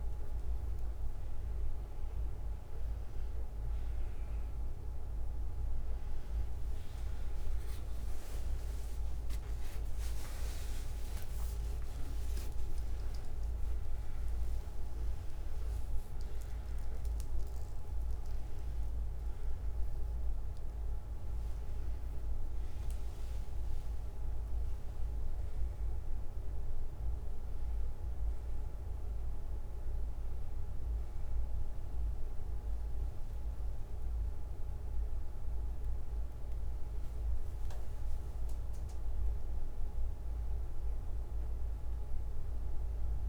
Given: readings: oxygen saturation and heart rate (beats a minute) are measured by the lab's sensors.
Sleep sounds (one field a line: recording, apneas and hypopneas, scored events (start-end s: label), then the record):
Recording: a person awake in a sleep study, hard to hear, by a room microphone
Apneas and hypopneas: none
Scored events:
none scored
From the record:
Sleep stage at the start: awake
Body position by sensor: on the back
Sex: male